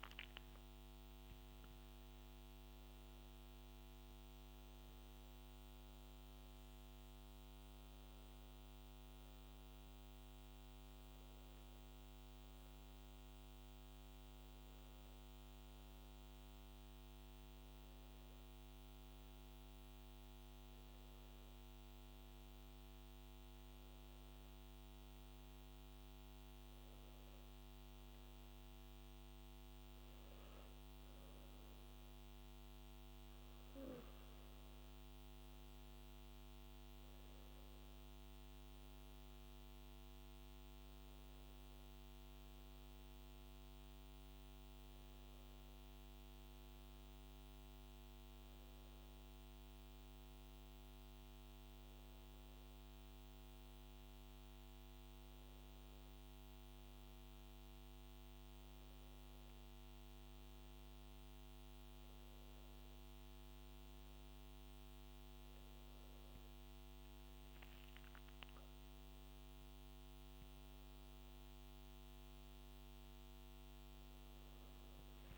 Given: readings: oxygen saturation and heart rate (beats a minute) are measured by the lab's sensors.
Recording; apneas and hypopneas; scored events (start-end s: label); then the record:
breathing in sleep, hard to hear, by a microphone on the trachea; none
none scored
From the record:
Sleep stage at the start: N2 (light sleep); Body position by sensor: on the back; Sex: male